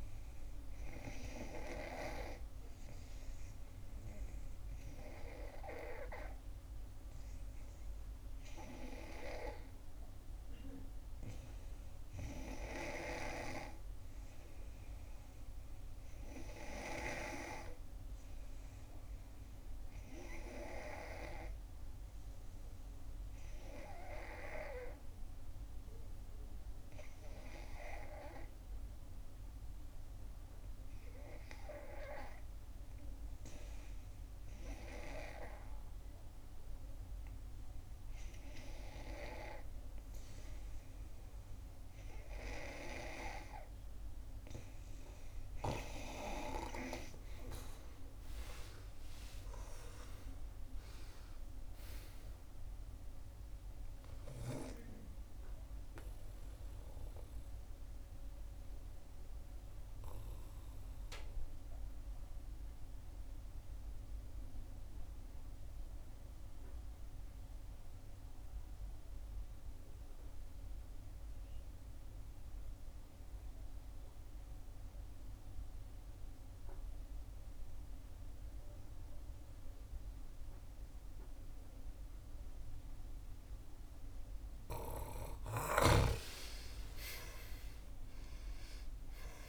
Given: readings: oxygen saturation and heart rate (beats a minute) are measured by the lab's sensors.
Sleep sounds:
breathing in sleep by a room microphone; 2
23.00-35.00 s: obstructive apnea (oxygen 93% before, 87% lowest, heart rate 66 before, 66 extreme, up 0 after)
48.00-52.50 s: arousal
56.50-85.00 s: obstructive apnea (oxygen 91% before, 84% lowest, heart rate 68 before, 60 extreme, up 4 after)
81.50-89.49 s: oxygen desaturation (device-marked, oxygen 96% before, 84% lowest, heart rate 67 before, 59 extreme)
86.00-89.49 s: arousal
From the record:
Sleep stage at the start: N2 (light sleep); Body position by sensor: on the back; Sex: female

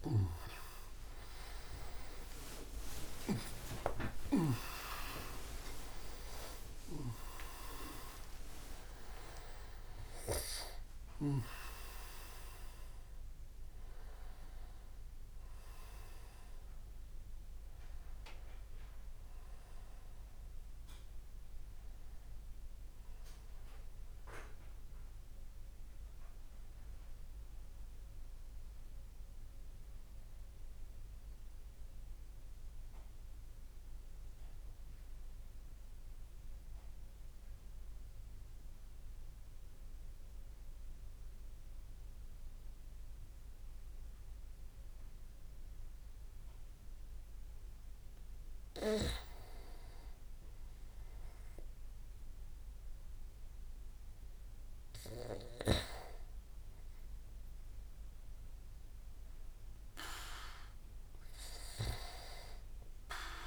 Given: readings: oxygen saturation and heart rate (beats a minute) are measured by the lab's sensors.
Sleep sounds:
breathing in sleep by a room microphone; 1
1.50-8.00 s: arousal
14.00-44.00 s: new sleep stage, N1 (lightest sleep)
24.00-47.50 s: mixed apnea (oxygen 98% before, 95% lowest)
44.00-63.47 s: new sleep stage, N2 (light sleep)
51.50-55.50 s: arousal
56.00-63.47 s: oxygen desaturation (device-marked, oxygen 100% before, 96% lowest)
From the record:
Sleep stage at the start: N2 (light sleep); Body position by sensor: on the back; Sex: male

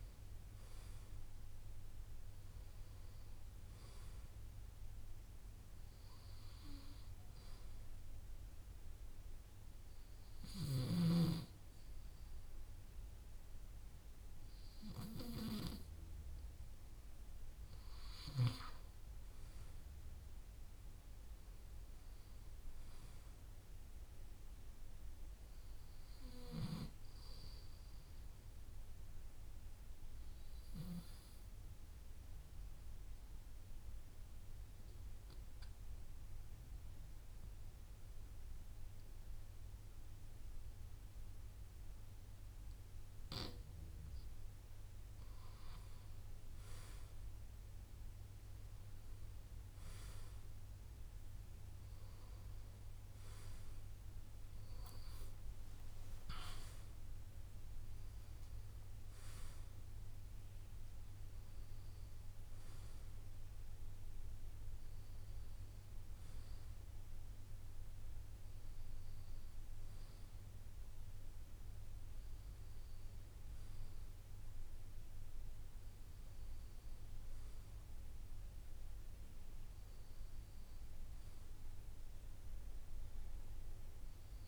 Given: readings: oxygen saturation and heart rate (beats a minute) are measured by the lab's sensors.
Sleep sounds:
breathing in sleep by a room microphone; 2
0.00-1.50 s: arousal
8.00-19.00 s: obstructive apnea (oxygen 95% before, 92% lowest)
21.50-25.00 s: arousal
31.50-44.50 s: obstructive apnea (oxygen 96% before, 92% lowest)
53.00-57.00 s: arousal
From the record:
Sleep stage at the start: N2 (light sleep); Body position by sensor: on the left side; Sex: male

